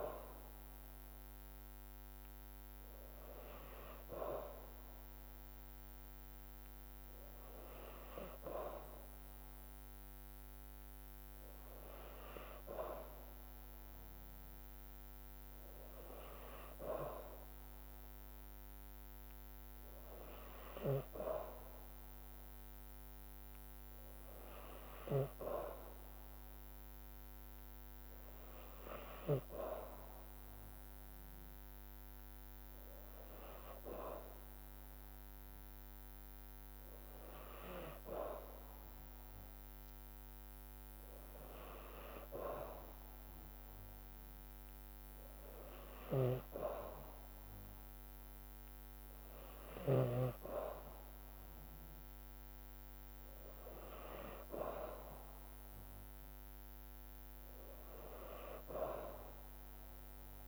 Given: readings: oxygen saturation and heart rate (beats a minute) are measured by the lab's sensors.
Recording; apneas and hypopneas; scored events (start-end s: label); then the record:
breathing in sleep by a microphone on the trachea; none
33.50-44.50 s: drop in pulse transit time (device-marked, heart rate 54 before, 54 extreme)
45.50-50.00 s: snoring (device-marked)
From the record:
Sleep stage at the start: N2 (light sleep); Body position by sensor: on the back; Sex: female